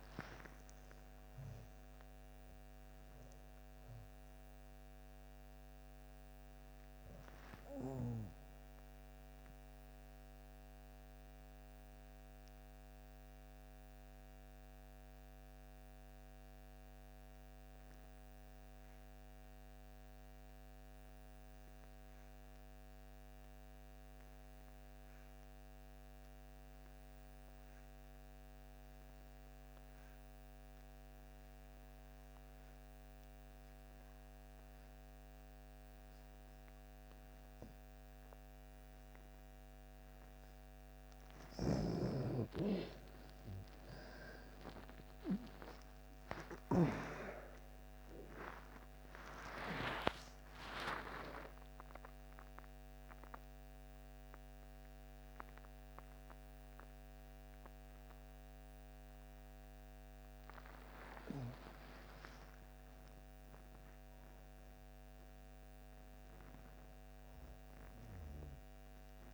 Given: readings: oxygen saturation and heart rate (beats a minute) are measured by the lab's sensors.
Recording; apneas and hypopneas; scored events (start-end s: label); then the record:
a person partly awake in a sleep study, by a microphone on the trachea; 1
0.00-22.50 s: oxygen desaturation (device-marked, oxygen 75% lowest)
8.00-40.00 s: mixed apnea (oxygen 98% before, 75% lowest)
27.50-69.34 s: oxygen desaturation (device-marked, oxygen 99% before, 78% lowest)
41.00-46.50 s: snoring (device-marked)
43.50-69.34 s: new sleep stage, awake
From the record:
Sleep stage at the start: N2 (light sleep); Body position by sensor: on the back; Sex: female